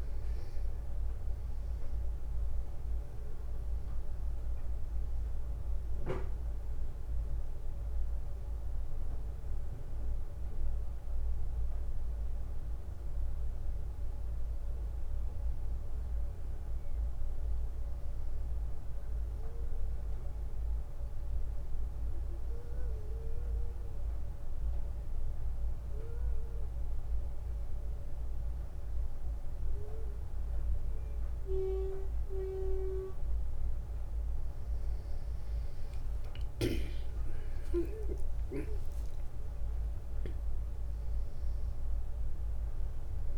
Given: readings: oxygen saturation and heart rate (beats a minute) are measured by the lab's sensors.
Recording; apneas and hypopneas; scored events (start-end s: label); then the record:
a person awake in a sleep study, by a room microphone; 1
5.00-16.00 s: hypopnea (oxygen 96% before, 93% lowest, heart rate 64 before, 60 extreme, up 4 after)
20.50-43.38 s: new sleep stage, awake
From the record:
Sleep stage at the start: N2 (light sleep); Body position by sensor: on the back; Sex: male